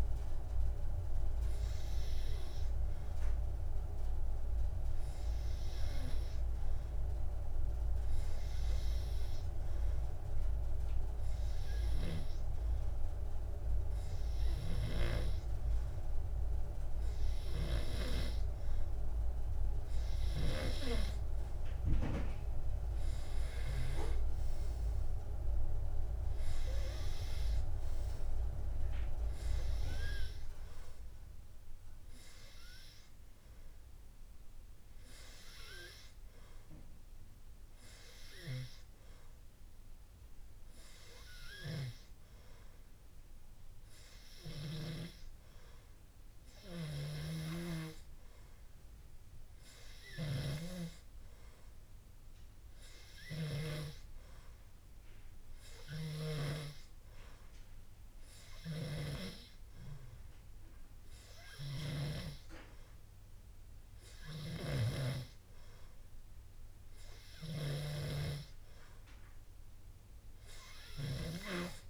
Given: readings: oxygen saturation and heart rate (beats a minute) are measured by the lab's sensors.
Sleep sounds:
breathing in sleep by a room microphone; 2
3.00-19.00 s: obstructive apnea (oxygen 99% before, 92% lowest, heart rate 81 before, 81 extreme, up 2 after)
17.00-44.00 s: oxygen desaturation (device-marked, oxygen 95% before, 92% lowest, heart rate 81 before, 81 extreme)
23.50-27.00 s: arousal
39.00-66.50 s: hypopnea (oxygen 95% before, 92% lowest, heart rate 82 before, 82 extreme, up 2 after)
From the record:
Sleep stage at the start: N2 (light sleep); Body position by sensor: on the back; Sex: male

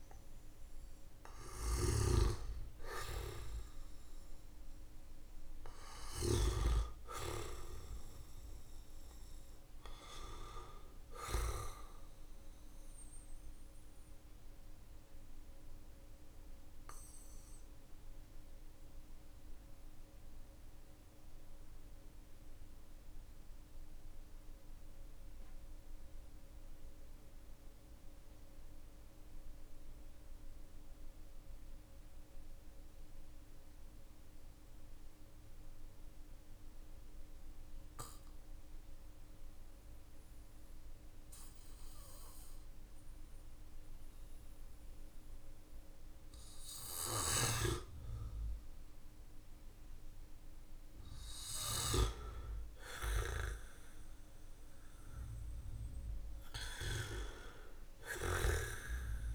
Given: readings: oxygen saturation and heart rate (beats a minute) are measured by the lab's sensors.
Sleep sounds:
breathing in sleep by a room microphone; 1
0.00-1.50 s: arousal
0.00-5.50 s: snoring (device-marked)
0.00-36.00 s: oxygen desaturation (device-marked, oxygen 92% lowest, heart rate 43 extreme)
13.00-50.50 s: obstructive apnea (oxygen 99% before, 92% lowest, heart rate 53 before, 43 extreme, up 4 after)
52.00-57.50 s: snoring (device-marked)
53.00-57.50 s: arousal
From the record:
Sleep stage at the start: N2 (light sleep); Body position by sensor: on the back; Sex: male

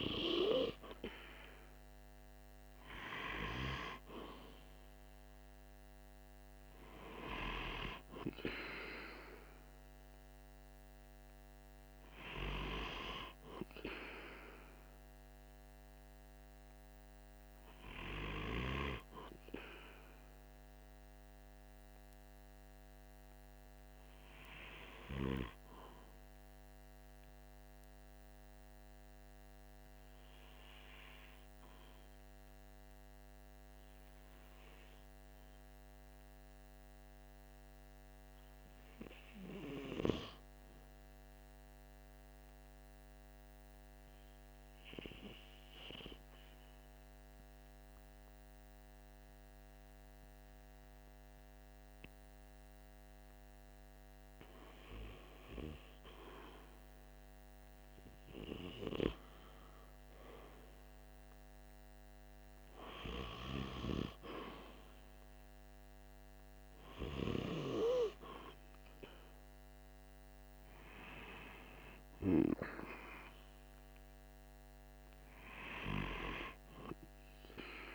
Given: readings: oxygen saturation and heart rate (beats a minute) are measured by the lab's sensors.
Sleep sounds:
breathing in sleep by a microphone on the trachea; 1
22.00-55.50 s: hypopnea (oxygen 96% before, 93% lowest, heart rate 46 before, 43 extreme, up 4 after)
50.00-77.95 s: new sleep stage, REM sleep
59.50-64.00 s: arousal
From the record:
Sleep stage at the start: N2 (light sleep); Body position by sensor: on the right side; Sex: male

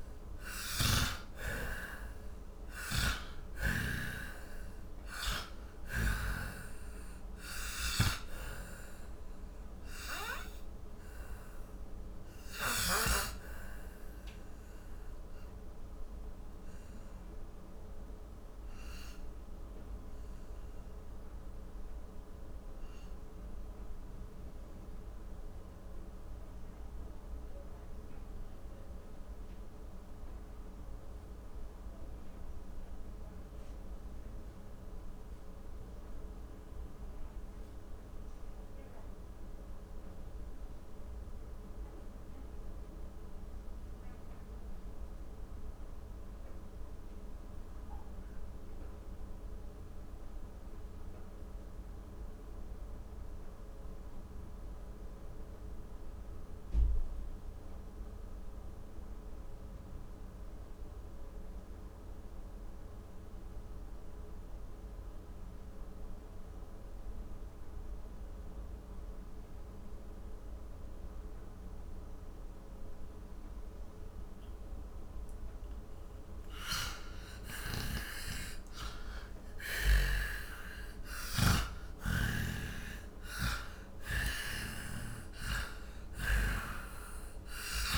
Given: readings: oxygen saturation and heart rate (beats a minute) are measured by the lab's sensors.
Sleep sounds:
breathing in sleep by a room microphone; 1
0.00-8.00 s: snoring (device-marked)
0.00-45.00 s: oxygen desaturation (device-marked, oxygen 81% lowest, heart rate 36 extreme)
12.50-73.50 s: mixed apnea (oxygen 97% before, 77% lowest, heart rate 65 before, 36 extreme, up 21 after)
68.00-87.98 s: oxygen desaturation (device-marked, oxygen 98% before, 77% lowest, heart rate 51 before, 35 extreme)
75.50-79.00 s: arousal
From the record:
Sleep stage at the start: N2 (light sleep); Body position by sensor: on the back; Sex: male

